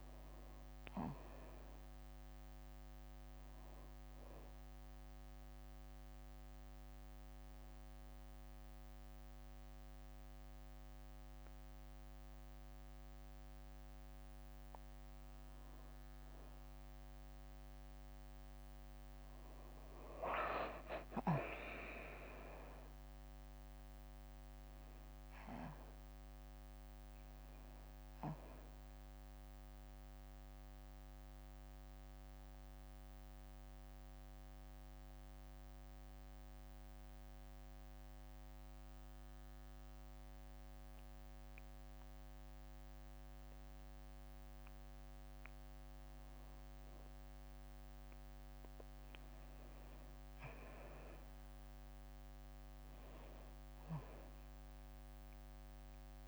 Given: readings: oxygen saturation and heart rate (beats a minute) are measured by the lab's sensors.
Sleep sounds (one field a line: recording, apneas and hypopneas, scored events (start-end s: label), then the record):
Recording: breathing in sleep by a microphone on the trachea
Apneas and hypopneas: 2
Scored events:
0.00-1.00 s: arousal
4.50-14.50 s: hypopnea (oxygen 96% before, 92% lowest, heart rate 65 before, 63 extreme, up 12 after)
6.00-14.00 s: oxygen desaturation (device-marked, oxygen 96% before, 92% lowest, heart rate 65 before, 63 extreme)
17.00-21.00 s: arousal
20.50-22.50 s: long interval between heartbeats (device-marked, heart rate 64 before, 74 extreme)
22.00-38.00 s: drop in pulse transit time (device-marked, heart rate 65 before, 64 extreme)
24.00-33.00 s: oxygen desaturation (device-marked, oxygen 97% before, 93% lowest, heart rate 66 before, 61 extreme)
30.50-43.00 s: obstructive apnea (oxygen 97% before, 91% lowest, heart rate 68 before, 61 extreme, up 2 after)
33.50-35.50 s: long interval between heartbeats (device-marked, heart rate 69 before, 70 extreme)
49.00-53.00 s: arousal
From the record:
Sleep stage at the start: N2 (light sleep)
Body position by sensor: on the back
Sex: female